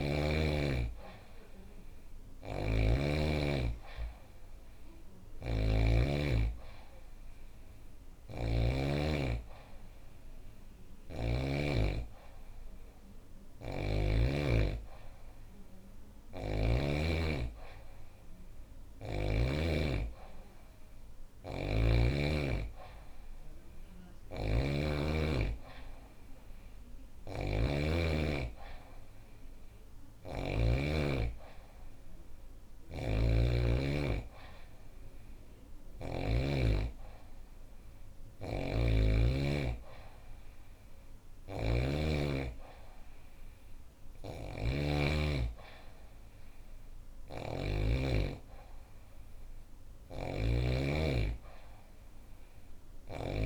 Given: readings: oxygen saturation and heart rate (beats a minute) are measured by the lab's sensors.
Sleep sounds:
breathing in sleep by a room microphone; none
0.00-8.00 s: snoring (device-marked)
10.00-13.50 s: snoring (device-marked)
15.50-19.00 s: snoring (device-marked)
23.50-30.00 s: snoring (device-marked)
32.00-35.50 s: snoring (device-marked)
37.50-53.00 s: snoring (device-marked)
From the record:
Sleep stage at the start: N2 (light sleep); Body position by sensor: on the back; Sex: female

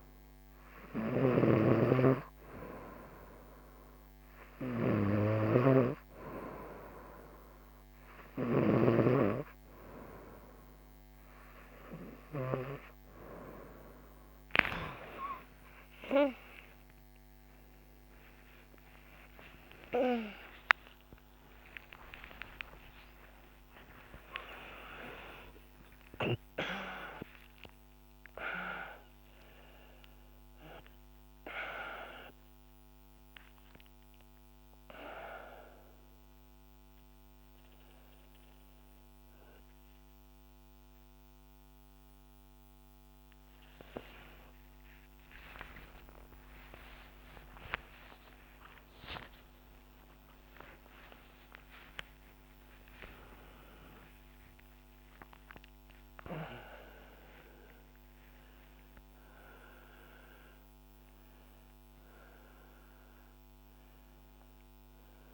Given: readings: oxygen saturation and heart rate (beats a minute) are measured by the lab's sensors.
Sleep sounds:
a person awake in a sleep study, by a microphone on the trachea; none
0.00-9.00 s: snoring (device-marked)
0.50-65.34 s: new sleep stage, awake
39.50-41.50 s: bradycardia (device-marked, heart rate 76 before, 70 extreme)
61.50-63.50 s: bradycardia (device-marked, heart rate 78 before, 68 extreme)
From the record:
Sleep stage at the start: N3 (deep sleep); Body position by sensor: on the back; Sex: female

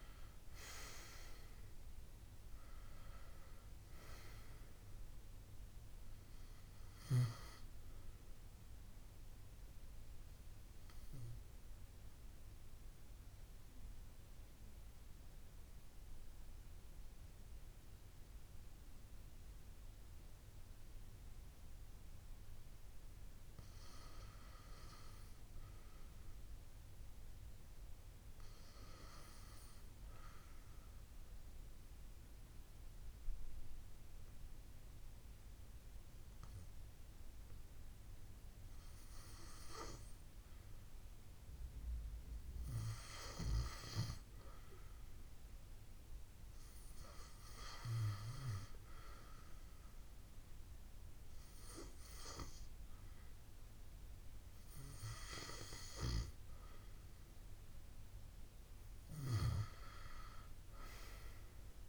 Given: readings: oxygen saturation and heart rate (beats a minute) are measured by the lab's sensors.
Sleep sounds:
breathing in sleep by a room microphone; 1
9.50-23.00 s: obstructive apnea (oxygen 98% before, 90% lowest, heart rate 71 before, 65 extreme, up 3 after)
20.50-30.50 s: oxygen desaturation (device-marked, oxygen 97% before, 90% lowest, heart rate 68 before, 67 extreme)
24.50-27.00 s: arousal
54.50-61.89 s: new sleep stage, awake
From the record:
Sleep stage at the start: REM sleep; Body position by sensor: on the left side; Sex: male

